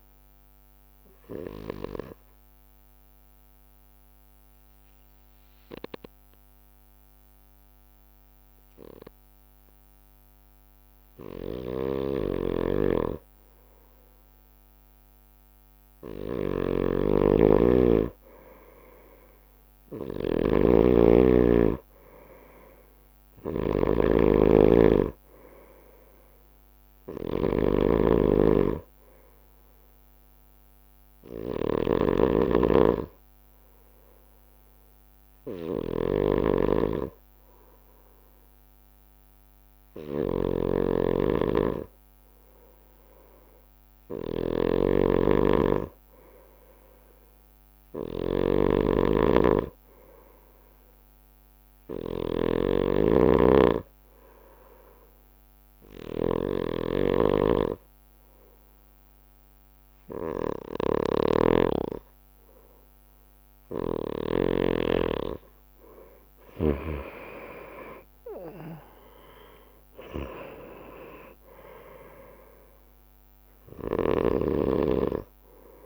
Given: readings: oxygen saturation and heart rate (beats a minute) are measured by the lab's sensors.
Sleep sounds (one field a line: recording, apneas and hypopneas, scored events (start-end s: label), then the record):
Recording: breathing in sleep by a microphone on the trachea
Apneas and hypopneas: 3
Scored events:
0.00-8.50 s: oxygen desaturation (device-marked, oxygen 93% lowest)
0.50-12.00 s: obstructive apnea (oxygen 97% before, 93% lowest)
11.50-65.00 s: snoring (device-marked)
16.50-22.00 s: arousal
33.00-43.50 s: hypopnea (oxygen 99% before, 95% lowest)
46.00-50.00 s: arousal
55.00-65.00 s: hypopnea (oxygen 97% before, 95% lowest)
67.00-71.00 s: arousal
74.00-75.86 s: snoring (device-marked)
From the record:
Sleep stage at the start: N2 (light sleep)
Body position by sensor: on the right side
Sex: male